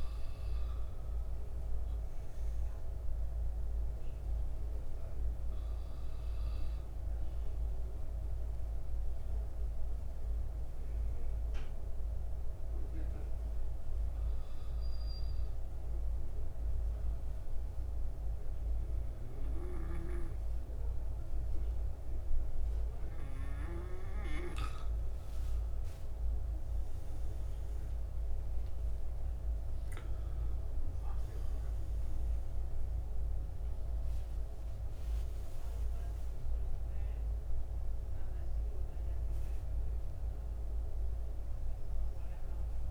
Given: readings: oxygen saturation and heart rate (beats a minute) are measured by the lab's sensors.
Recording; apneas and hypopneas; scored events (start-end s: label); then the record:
breathing in sleep, hard to hear, by a room microphone; 1
0.00-20.00 s: oxygen desaturation (device-marked, oxygen 87% lowest, heart rate 70 extreme)
8.00-23.00 s: hypopnea (oxygen 95% before, 85% lowest, heart rate 73 before, 70 extreme, up 10 after)
26.00-32.00 s: arousal
From the record:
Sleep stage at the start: N2 (light sleep); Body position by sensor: on the back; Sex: male